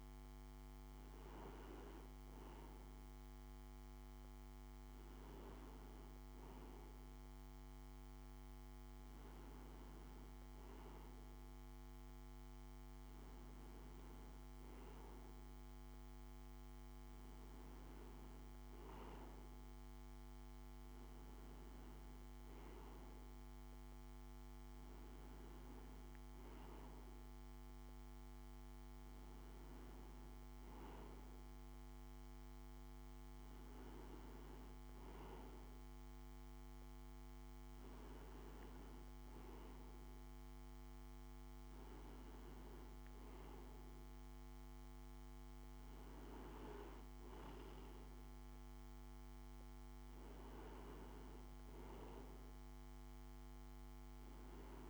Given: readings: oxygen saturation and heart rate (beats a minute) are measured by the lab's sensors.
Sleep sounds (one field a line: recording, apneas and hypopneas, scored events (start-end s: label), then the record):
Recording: breathing in sleep, hard to hear, by a microphone on the trachea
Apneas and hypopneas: none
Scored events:
none scored
From the record:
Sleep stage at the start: N2 (light sleep)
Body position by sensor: on the right side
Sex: male